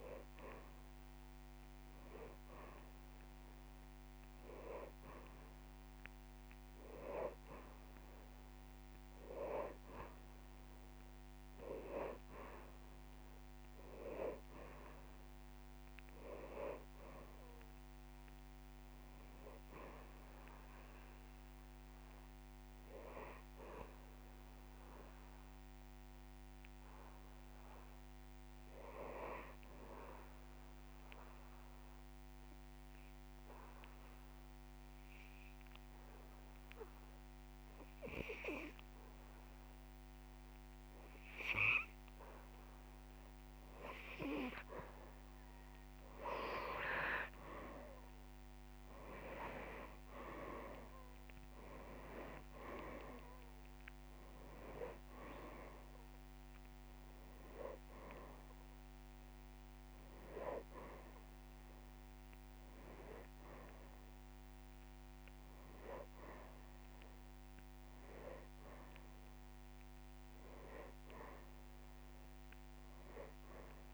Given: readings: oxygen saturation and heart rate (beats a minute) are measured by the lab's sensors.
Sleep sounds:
breathing in sleep by a microphone on the trachea; 1
0.00-12.00 s: oxygen desaturation (device-marked, oxygen 90% lowest)
11.00-13.00 s: long interval between heartbeats (device-marked)
17.00-20.00 s: arousal
23.50-42.00 s: obstructive apnea (oxygen 100% before, 90% lowest)
25.50-27.50 s: long interval between heartbeats (device-marked)
32.00-34.00 s: long interval between heartbeats (device-marked)
43.50-47.00 s: arousal
44.50-46.50 s: long interval between heartbeats (device-marked)
49.00-73.94 s: oxygen desaturation (device-marked, oxygen 97% before, 90% lowest)
From the record:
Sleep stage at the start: N2 (light sleep); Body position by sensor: on the back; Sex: male

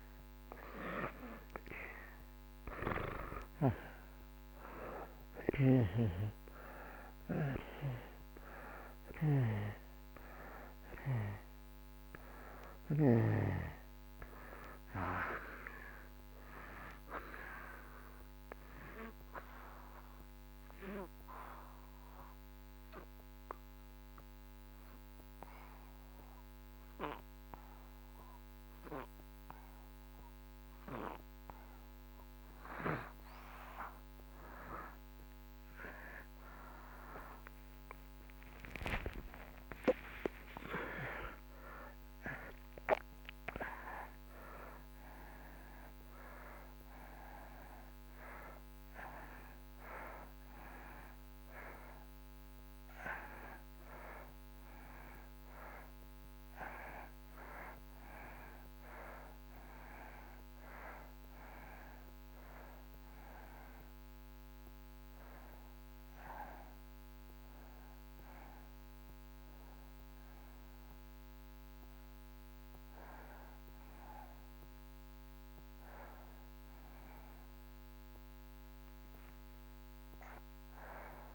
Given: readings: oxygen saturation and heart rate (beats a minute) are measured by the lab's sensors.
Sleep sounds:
a person partly awake in a sleep study, by a microphone on the trachea; 1
0.00-3.50 s: arousal
4.50-34.50 s: oxygen desaturation (device-marked, oxygen 96% before, 85% lowest)
19.00-31.00 s: obstructive apnea (oxygen 96% before, 85% lowest)
35.50-39.00 s: arousal
42.50-48.50 s: oxygen desaturation (device-marked, oxygen 95% before, 92% lowest)
53.50-71.50 s: oxygen desaturation (device-marked, oxygen 93% before, 89% lowest)
58.50-81.35 s: new sleep stage, awake
From the record:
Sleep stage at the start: N2 (light sleep); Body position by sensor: on the back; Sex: male

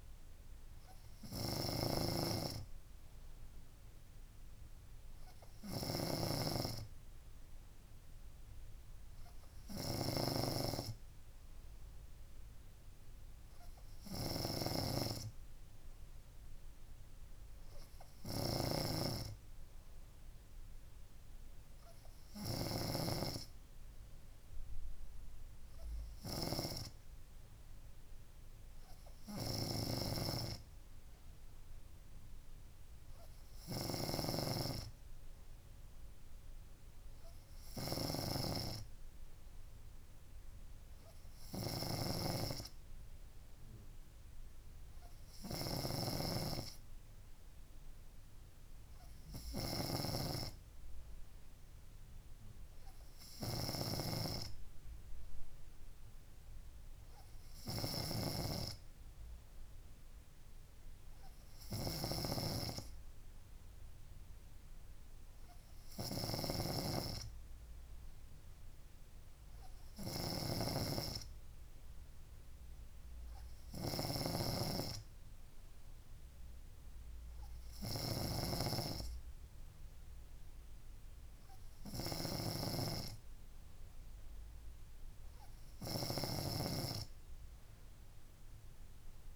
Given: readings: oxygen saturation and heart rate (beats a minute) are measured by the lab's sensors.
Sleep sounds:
breathing in sleep by a room microphone; none
6.50-11.00 s: snoring (device-marked)
17.50-19.50 s: long interval between heartbeats (device-marked, heart rate 65 before, 72 extreme)
33.50-35.50 s: long interval between heartbeats (device-marked, heart rate 67 before, 73 extreme)
45.50-47.50 s: long interval between heartbeats (device-marked, heart rate 67 before, 74 extreme)
49.50-51.50 s: long interval between heartbeats (device-marked, heart rate 69 before, 84 extreme)
57.50-59.50 s: long interval between heartbeats (device-marked, heart rate 72 before, 73 extreme)
61.50-63.50 s: long interval between heartbeats (device-marked, heart rate 73 before, 79 extreme)
66.00-68.00 s: long interval between heartbeats (device-marked, heart rate 75 before, 83 extreme)
74.50-79.00 s: snoring (device-marked)
82.00-84.00 s: long interval between heartbeats (device-marked, heart rate 73 before, 83 extreme)
From the record:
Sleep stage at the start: N3 (deep sleep); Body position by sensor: on the front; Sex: female

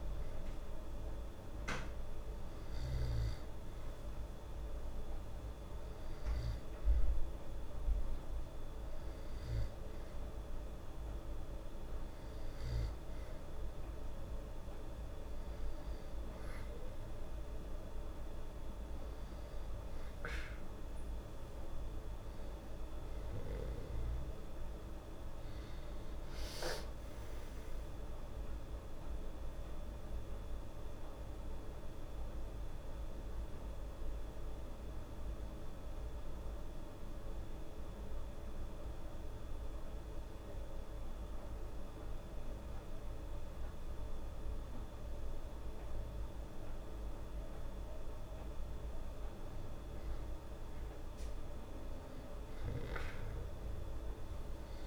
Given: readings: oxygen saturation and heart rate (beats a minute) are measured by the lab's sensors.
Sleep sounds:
breathing in sleep, hard to hear, by a room microphone; 1
24.00-27.50 s: arousal
34.50-45.50 s: hypopnea (oxygen 96% before, 95% lowest, heart rate 90 before, 73 extreme, up 12 after)
48.00-52.50 s: arousal
From the record:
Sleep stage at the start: N2 (light sleep); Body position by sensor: on the back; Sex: female

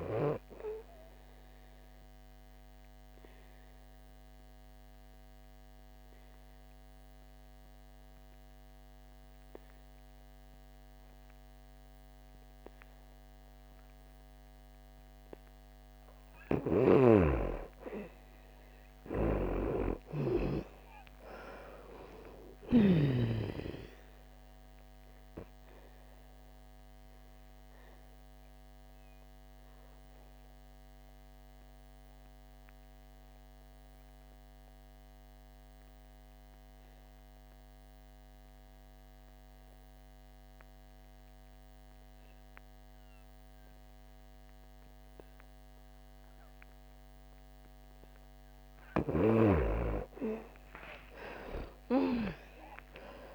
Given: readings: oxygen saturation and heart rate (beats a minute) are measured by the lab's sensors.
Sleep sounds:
breathing in sleep by a microphone on the trachea; 2
0.00-12.00 s: oxygen desaturation (device-marked, oxygen 91% lowest, heart rate 62 extreme)
2.00-15.50 s: obstructive apnea (oxygen 99% before, 82% lowest, heart rate 72 before, 57 extreme, up 14 after)
16.50-23.00 s: snoring (device-marked)
18.00-46.00 s: oxygen desaturation (device-marked, oxygen 97% before, 83% lowest, heart rate 70 before, 57 extreme)
18.50-22.00 s: arousal
25.00-47.50 s: obstructive apnea (oxygen 97% before, 78% lowest, heart rate 68 before, 57 extreme, up 33 after)
48.00-53.35 s: oxygen desaturation (device-marked, oxygen 98% before, 82% lowest, heart rate 63 before, 58 extreme)
50.50-53.35 s: arousal
From the record:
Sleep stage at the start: N2 (light sleep); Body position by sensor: on the back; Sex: female

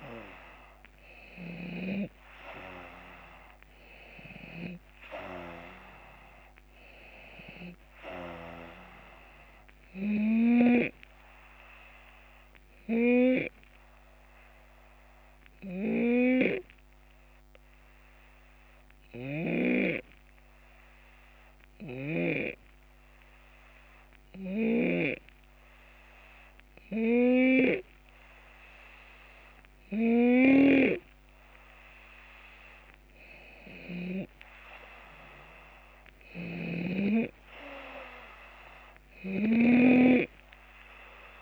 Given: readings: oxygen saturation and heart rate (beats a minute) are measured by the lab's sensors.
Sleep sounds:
breathing in sleep by a microphone on the trachea; 1
0.00-1.50 s: snoring (device-marked)
0.00-3.00 s: arousal
12.50-29.50 s: hypopnea (oxygen 93% before, 90% lowest, heart rate 75 before, 71 extreme, up 6 after)
21.50-25.00 s: snoring (device-marked)
32.50-36.50 s: arousal
36.00-41.42 s: snoring (device-marked)
From the record:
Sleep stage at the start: N2 (light sleep); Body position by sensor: on the left side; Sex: male

